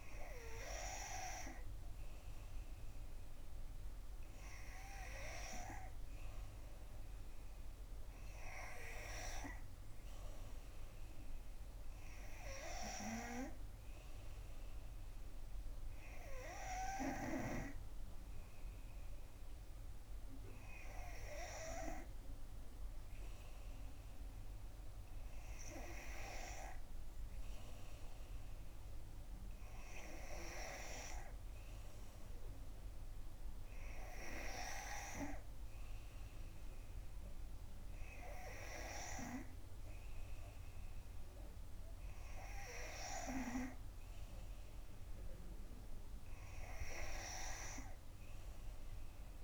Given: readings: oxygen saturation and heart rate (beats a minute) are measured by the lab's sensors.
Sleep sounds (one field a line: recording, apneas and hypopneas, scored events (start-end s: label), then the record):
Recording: breathing in sleep by a room microphone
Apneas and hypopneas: none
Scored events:
none scored
From the record:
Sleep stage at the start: N3 (deep sleep)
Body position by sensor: on the back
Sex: female